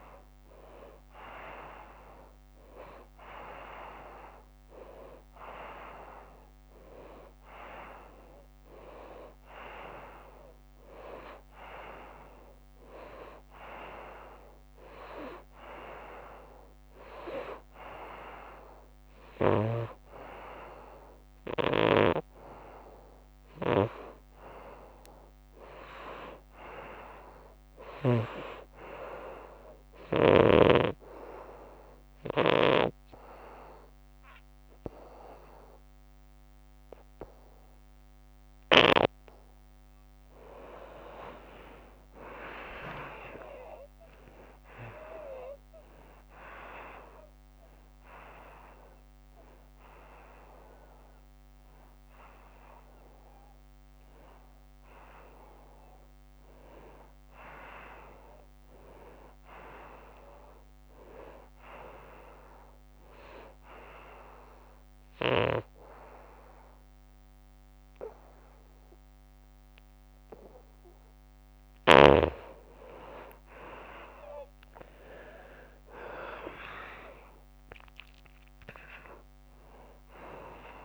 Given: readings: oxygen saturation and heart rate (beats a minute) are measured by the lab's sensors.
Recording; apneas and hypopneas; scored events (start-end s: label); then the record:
breathing in sleep by a microphone on the trachea; 2
0.00-6.50 s: oxygen desaturation (device-marked, oxygen 86% lowest, heart rate 82 extreme)
13.50-19.50 s: oxygen desaturation (device-marked, oxygen 92% before, 89% lowest, heart rate 93 before, 81 extreme)
21.50-28.00 s: snoring (device-marked)
21.50-80.85 s: new sleep stage, N2 (light sleep)
23.50-27.00 s: arousal
27.50-39.50 s: oxygen desaturation (device-marked, oxygen 90% before, 86% lowest, heart rate 91 before, 81 extreme)
31.00-41.00 s: obstructive apnea (oxygen 92% before, 81% lowest, heart rate 90 before, 81 extreme, up 32 after)
42.50-46.50 s: arousal
47.50-64.50 s: oxygen desaturation (device-marked, oxygen 90% before, 81% lowest, heart rate 89 before, 78 extreme)
62.00-72.00 s: obstructive apnea (oxygen 90% before, 81% lowest, heart rate 99 before, 78 extreme, up 6 after)
74.50-77.50 s: arousal
77.50-80.85 s: oxygen desaturation (device-marked, oxygen 93% before, 81% lowest, heart rate 87 before, 79 extreme)
From the record:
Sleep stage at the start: N1 (lightest sleep); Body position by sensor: on the back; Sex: female